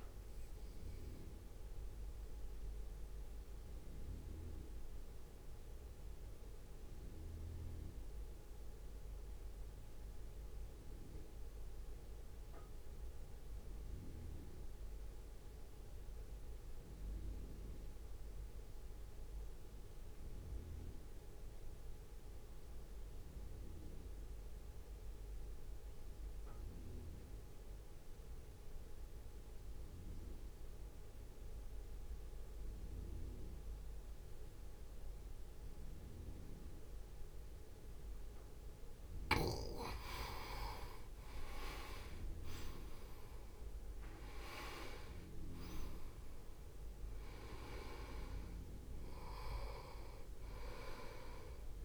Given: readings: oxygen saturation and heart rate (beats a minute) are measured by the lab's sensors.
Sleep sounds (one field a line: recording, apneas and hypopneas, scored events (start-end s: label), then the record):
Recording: breathing in sleep by a room microphone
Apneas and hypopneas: 1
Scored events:
0.00-7.00 s: drop in pulse transit time (device-marked, heart rate 55 extreme)
0.00-21.00 s: oxygen desaturation (device-marked, oxygen 88% lowest, heart rate 54 extreme)
2.50-38.50 s: mixed apnea (oxygen 98% before, 85% lowest, heart rate 59 before, 54 extreme, up 3 after)
33.00-51.85 s: oxygen desaturation (device-marked, oxygen 97% before, 85% lowest, heart rate 60 before, 55 extreme)
41.50-45.50 s: arousal
46.00-51.85 s: drop in pulse transit time (device-marked, heart rate 61 before, 55 extreme)
From the record:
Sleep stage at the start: N2 (light sleep)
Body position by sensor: on the right side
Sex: male